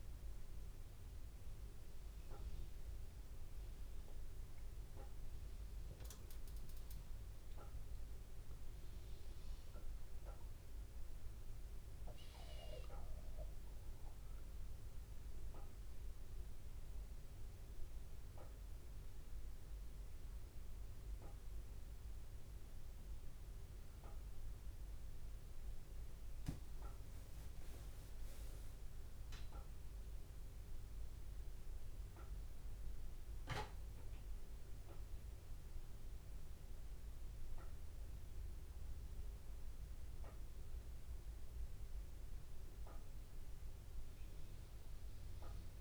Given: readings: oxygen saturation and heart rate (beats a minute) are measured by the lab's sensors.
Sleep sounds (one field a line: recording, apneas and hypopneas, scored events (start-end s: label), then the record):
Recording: breathing in sleep by a room microphone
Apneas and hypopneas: none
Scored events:
none scored
From the record:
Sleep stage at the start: N2 (light sleep)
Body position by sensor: on the back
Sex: male